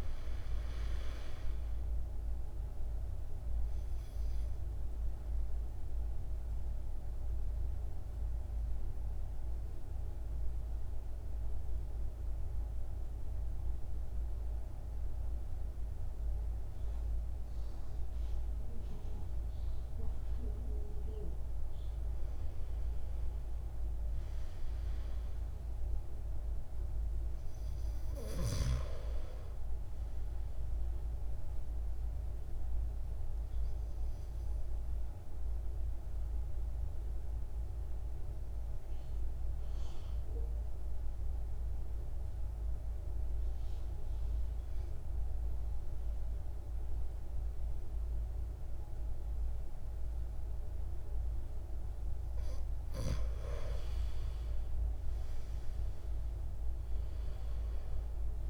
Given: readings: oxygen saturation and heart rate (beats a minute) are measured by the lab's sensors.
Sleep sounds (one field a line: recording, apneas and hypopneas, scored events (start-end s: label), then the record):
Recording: breathing in sleep, hard to hear, by a room microphone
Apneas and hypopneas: 2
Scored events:
0.00-21.00 s: oxygen desaturation (device-marked, oxygen 88% lowest, heart rate 52 extreme)
4.50-22.50 s: central apnea (oxygen 98% before, 87% lowest, heart rate 58 before, 53 extreme, up 6 after)
24.50-28.00 s: arousal
26.00-47.00 s: oxygen desaturation (device-marked, oxygen 98% before, 90% lowest, heart rate 54 before, 53 extreme)
33.50-52.00 s: mixed apnea (oxygen 98% before, 87% lowest, heart rate 57 before, 51 extreme, up 13 after)
54.00-58.50 s: arousal
56.00-58.50 s: oxygen desaturation (device-marked, oxygen 99% before, 87% lowest, heart rate 55 before, 51 extreme)
From the record:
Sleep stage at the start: N2 (light sleep)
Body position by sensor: on the back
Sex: male